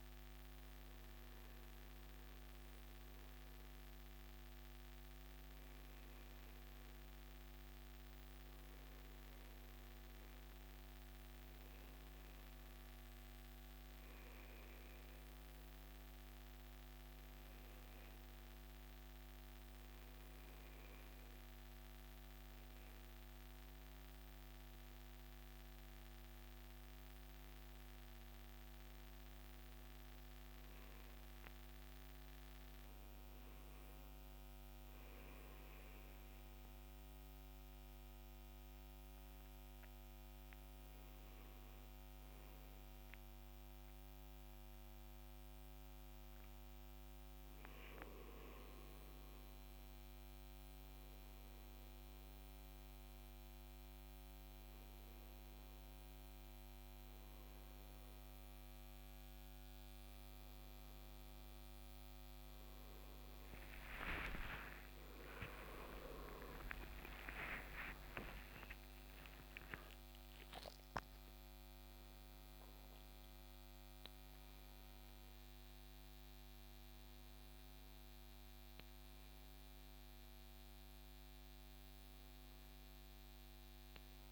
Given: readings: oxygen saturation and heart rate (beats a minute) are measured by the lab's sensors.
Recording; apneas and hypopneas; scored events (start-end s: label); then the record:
breathing in sleep by a microphone on the trachea; 1
28.50-45.00 s: hypopnea (oxygen 97% before, 94% lowest, heart rate 67 before, 66 extreme, up 3 after)
56.50-74.50 s: oxygen desaturation (device-marked, oxygen 98% before, 94% lowest, heart rate 68 before, 67 extreme)
64.50-70.50 s: arousal
From the record:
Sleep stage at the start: N2 (light sleep); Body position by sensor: on the right side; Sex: male